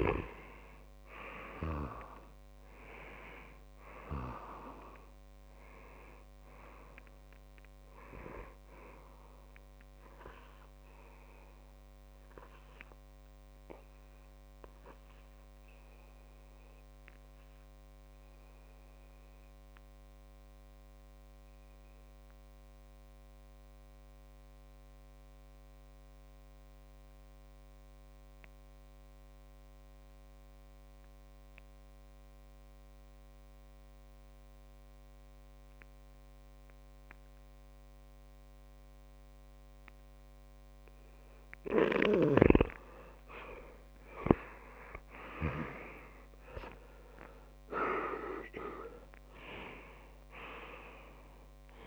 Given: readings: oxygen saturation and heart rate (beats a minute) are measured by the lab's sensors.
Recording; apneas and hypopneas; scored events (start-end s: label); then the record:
breathing in sleep by a microphone on the trachea; 1
13.00-42.00 s: obstructive apnea (oxygen 98% before, 91% lowest)
21.00-29.00 s: oxygen desaturation (device-marked, oxygen 95% before, 92% lowest)
43.00-51.87 s: oxygen desaturation (device-marked, oxygen 99% before, 91% lowest)
43.50-46.50 s: arousal
From the record:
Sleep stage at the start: N2 (light sleep); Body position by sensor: on the back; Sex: male